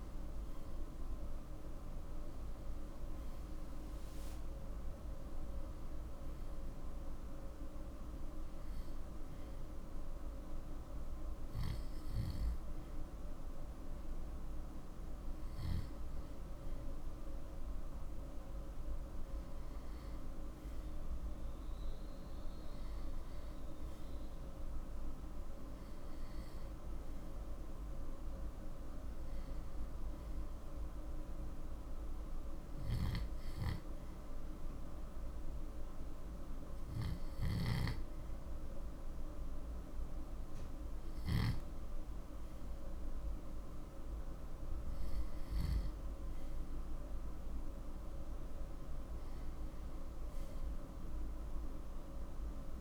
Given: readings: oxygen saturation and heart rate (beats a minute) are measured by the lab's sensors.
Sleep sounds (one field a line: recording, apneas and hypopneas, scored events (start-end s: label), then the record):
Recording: breathing in sleep, hard to hear, by a room microphone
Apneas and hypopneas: none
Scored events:
none scored
From the record:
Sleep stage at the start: N2 (light sleep)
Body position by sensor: on the left side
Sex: male